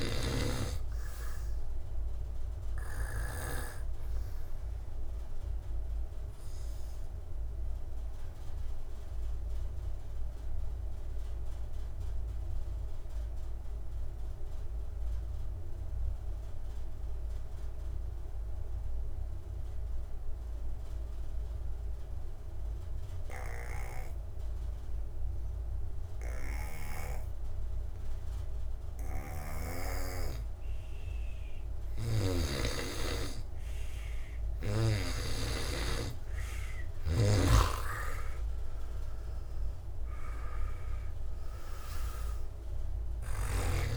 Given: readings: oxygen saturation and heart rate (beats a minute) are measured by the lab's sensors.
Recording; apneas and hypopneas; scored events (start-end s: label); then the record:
breathing in sleep by a room microphone; 1
0.00-20.00 s: oxygen desaturation (device-marked, oxygen 82% lowest)
6.50-31.50 s: obstructive apnea (oxygen 99% before, 82% lowest)
25.00-43.97 s: oxygen desaturation (device-marked, oxygen 98% before, 82% lowest)
35.00-38.50 s: arousal
From the record:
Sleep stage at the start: N2 (light sleep); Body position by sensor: on the back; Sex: male